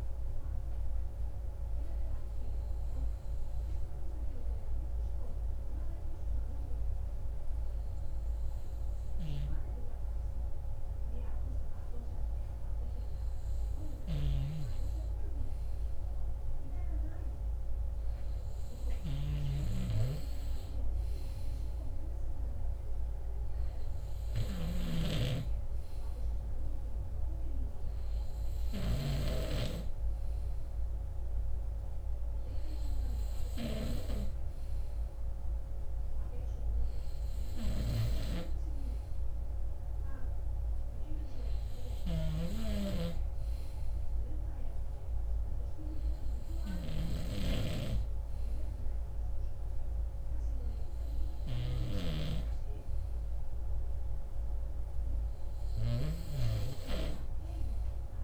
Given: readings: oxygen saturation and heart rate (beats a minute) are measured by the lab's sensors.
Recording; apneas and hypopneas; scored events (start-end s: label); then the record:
breathing in sleep by a room microphone; none
13.50-29.00 s: snoring (device-marked)
From the record:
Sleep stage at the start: N2 (light sleep); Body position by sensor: on the right side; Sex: male